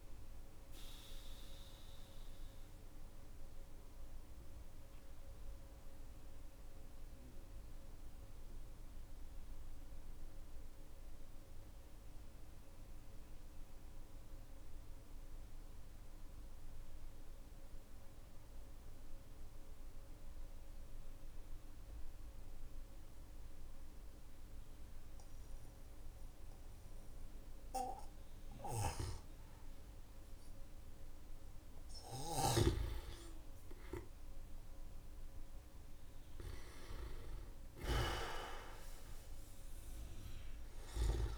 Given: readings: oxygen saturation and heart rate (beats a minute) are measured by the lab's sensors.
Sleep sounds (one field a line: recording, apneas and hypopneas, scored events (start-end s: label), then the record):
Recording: breathing in sleep by a room microphone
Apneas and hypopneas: 1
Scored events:
0.00-13.50 s: oxygen desaturation (device-marked, oxygen 92% lowest, heart rate 43 extreme)
0.50-31.00 s: mixed apnea (oxygen 97% before, 92% lowest, heart rate 50 before, 46 extreme, up 13 after)
32.50-37.00 s: arousal
35.50-41.37 s: oxygen desaturation (device-marked, oxygen 98% before, 93% lowest, heart rate 55 before, 46 extreme)
From the record:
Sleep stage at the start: N2 (light sleep)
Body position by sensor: on the back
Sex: male